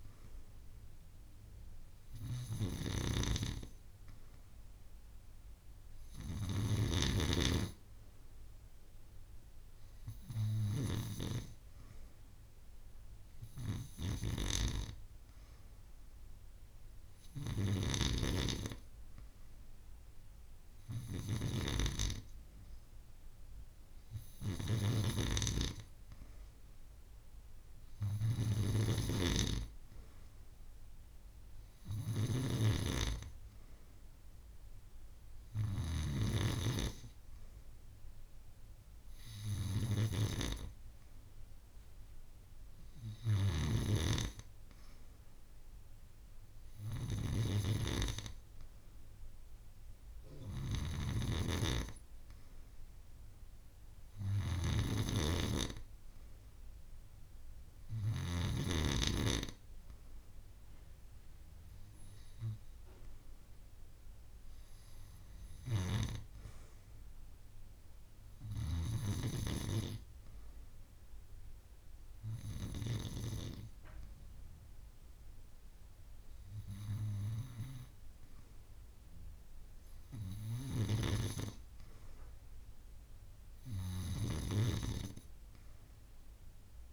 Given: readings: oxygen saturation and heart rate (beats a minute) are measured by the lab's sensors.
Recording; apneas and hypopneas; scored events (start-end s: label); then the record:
breathing in sleep by a room microphone; none
none scored
From the record:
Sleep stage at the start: N2 (light sleep); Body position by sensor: on the back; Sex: female